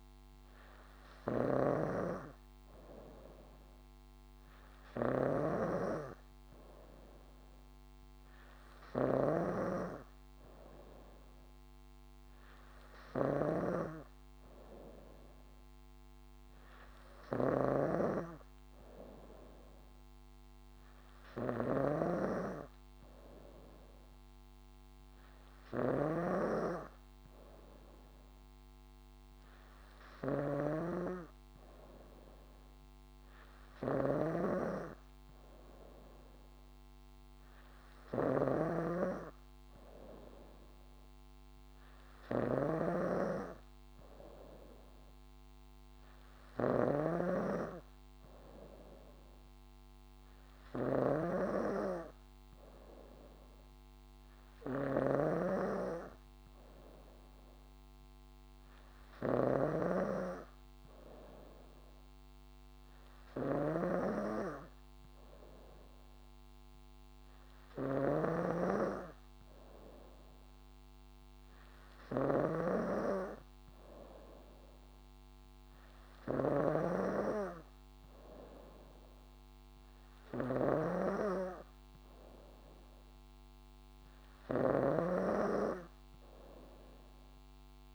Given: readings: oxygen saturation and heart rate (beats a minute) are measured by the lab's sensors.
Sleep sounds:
breathing in sleep by a microphone on the trachea; none
0.00-2.00 s: snoring (device-marked)
17.50-60.00 s: snoring (device-marked)
68.00-87.95 s: snoring (device-marked)
From the record:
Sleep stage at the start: N3 (deep sleep); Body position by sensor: on the back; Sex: female

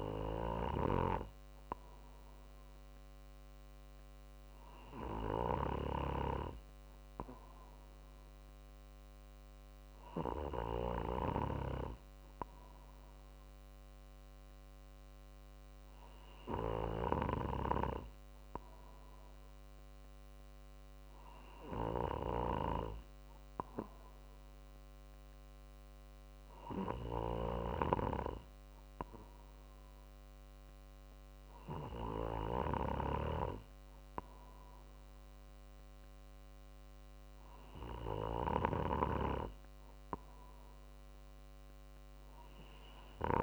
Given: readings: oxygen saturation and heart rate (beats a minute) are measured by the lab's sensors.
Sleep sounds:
breathing in sleep by a microphone on the trachea; none
none scored
From the record:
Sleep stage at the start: N2 (light sleep); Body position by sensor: on the right side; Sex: male

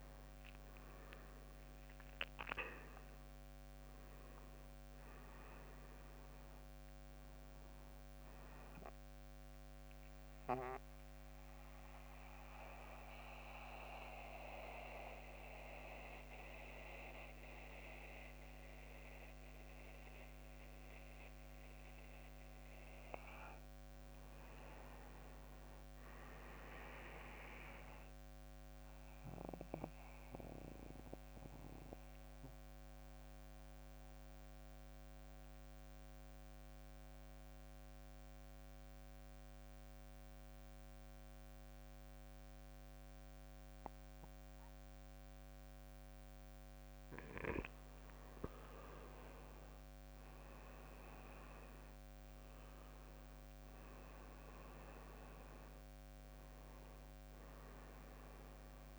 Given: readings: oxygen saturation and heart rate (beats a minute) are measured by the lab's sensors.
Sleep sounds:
breathing in sleep by a microphone on the trachea; 2
0.00-11.00 s: drop in pulse transit time (device-marked, heart rate 66 extreme)
0.00-11.00 s: oxygen desaturation (device-marked, oxygen 91% lowest, heart rate 54 extreme)
9.50-21.00 s: central apnea (oxygen 97% before, 92% lowest, heart rate 70 before, 53 extreme, up 8 after)
21.00-25.00 s: arousal
30.00-46.00 s: central apnea (oxygen 99% before, 92% lowest, heart rate 61 before, 53 extreme, up 16 after)
48.50-51.50 s: leg movement (device-marked)
48.50-53.50 s: arousal
49.00-58.99 s: oxygen desaturation (device-marked, oxygen 97% before, 92% lowest, heart rate 57 before, 57 extreme)
50.00-58.99 s: drop in pulse transit time (device-marked, heart rate 57 before, 61 extreme)
From the record:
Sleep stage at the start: N2 (light sleep); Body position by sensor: on the back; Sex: male

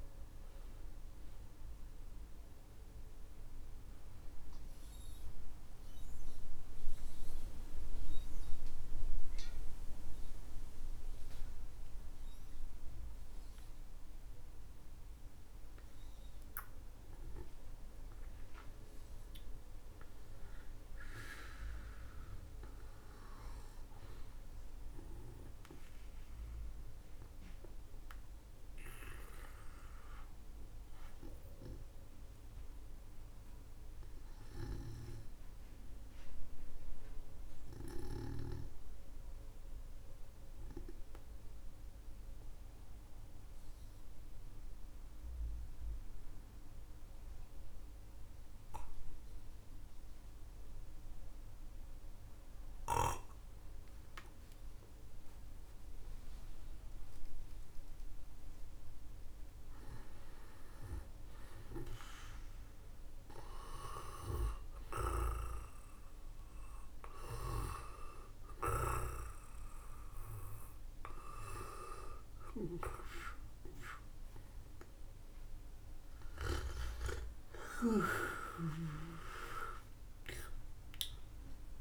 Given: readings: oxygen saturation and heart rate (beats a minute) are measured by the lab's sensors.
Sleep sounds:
breathing in sleep by a room microphone; 1
14.00-19.50 s: arousal
36.50-55.00 s: obstructive apnea (oxygen 98% before, 91% lowest, heart rate 62 before, 53 extreme, up 20 after)
56.00-58.50 s: arousal
57.00-81.81 s: oxygen desaturation (device-marked, oxygen 97% before, 91% lowest, heart rate 61 before, 52 extreme)
64.50-76.50 s: snoring (device-marked)
76.50-81.81 s: arousal
From the record:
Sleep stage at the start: N2 (light sleep); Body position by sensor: on the back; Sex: male

